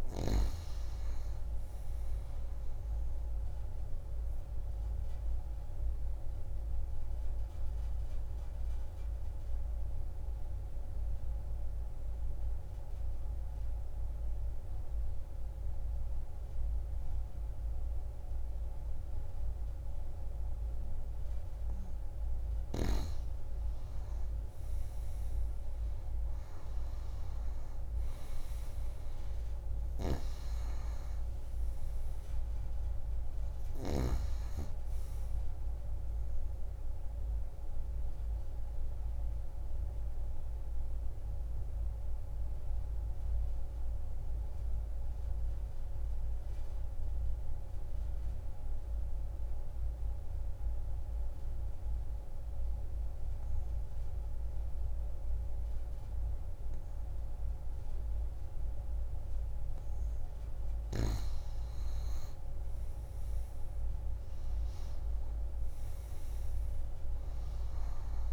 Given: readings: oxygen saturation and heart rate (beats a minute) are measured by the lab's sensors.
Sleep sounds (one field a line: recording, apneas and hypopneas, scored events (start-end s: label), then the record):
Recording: breathing in sleep, hard to hear, by a room microphone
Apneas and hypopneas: 2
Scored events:
0.00-23.50 s: oxygen desaturation (device-marked, oxygen 91% lowest)
4.50-22.50 s: obstructive apnea (oxygen 97% before, 89% lowest)
25.00-29.50 s: arousal
25.50-51.50 s: oxygen desaturation (device-marked, oxygen 96% before, 89% lowest)
37.00-59.00 s: obstructive apnea (oxygen 96% before, 89% lowest)
63.50-67.00 s: arousal
From the record:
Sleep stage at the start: N2 (light sleep)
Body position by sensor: on the back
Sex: female